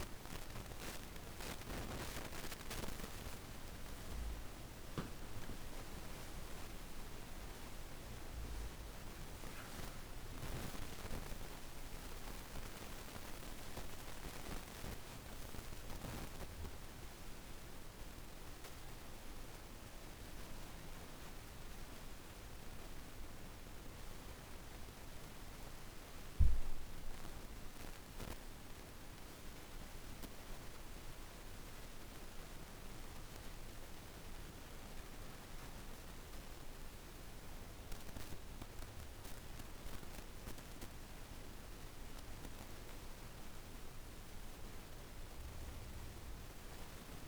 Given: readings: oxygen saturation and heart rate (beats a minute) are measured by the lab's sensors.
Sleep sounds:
breathing in sleep, hard to hear, by a room microphone; none
7.00-13.00 s: arousal
From the record:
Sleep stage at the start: N2 (light sleep); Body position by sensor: on the back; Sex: female

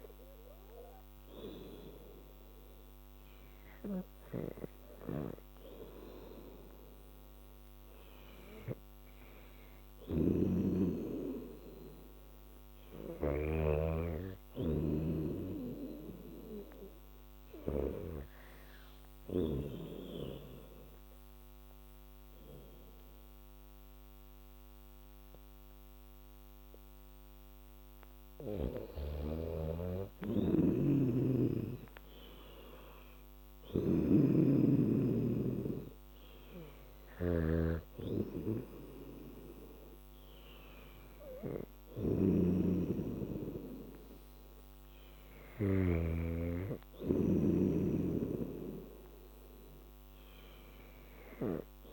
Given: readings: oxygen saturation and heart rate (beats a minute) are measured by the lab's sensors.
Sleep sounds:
breathing in sleep by a microphone on the trachea; 1
10.00-13.50 s: snoring (device-marked)
19.00-29.50 s: obstructive apnea (oxygen 96% before, 92% lowest, heart rate 84 before, 70 extreme, up 18 after)
30.00-34.00 s: arousal
33.50-46.00 s: snoring (device-marked)
48.00-51.93 s: snoring (device-marked)
From the record:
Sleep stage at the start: N2 (light sleep); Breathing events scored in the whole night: 298 in 3.7 hours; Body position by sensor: on the back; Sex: female

